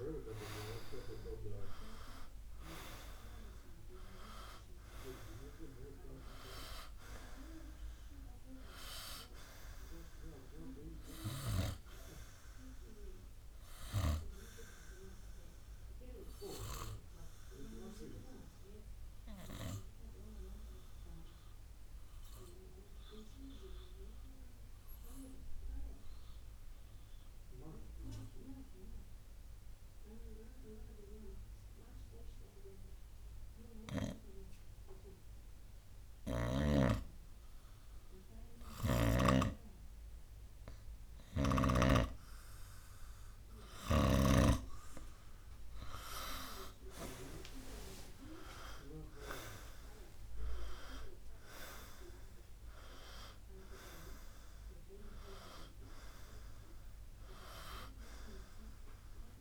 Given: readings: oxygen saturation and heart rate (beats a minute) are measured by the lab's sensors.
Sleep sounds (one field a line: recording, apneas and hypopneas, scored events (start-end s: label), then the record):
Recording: breathing in sleep by a room microphone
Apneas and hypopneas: 1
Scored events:
15.50-40.50 s: obstructive apnea (oxygen 97% before, 90% lowest, heart rate 67 before, 56 extreme, up 8 after)
18.50-36.50 s: oxygen desaturation (device-marked, oxygen 95% before, 90% lowest, heart rate 65 before, 56 extreme)
47.00-53.00 s: arousal
From the record:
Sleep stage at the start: N2 (light sleep)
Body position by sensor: on the right side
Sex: male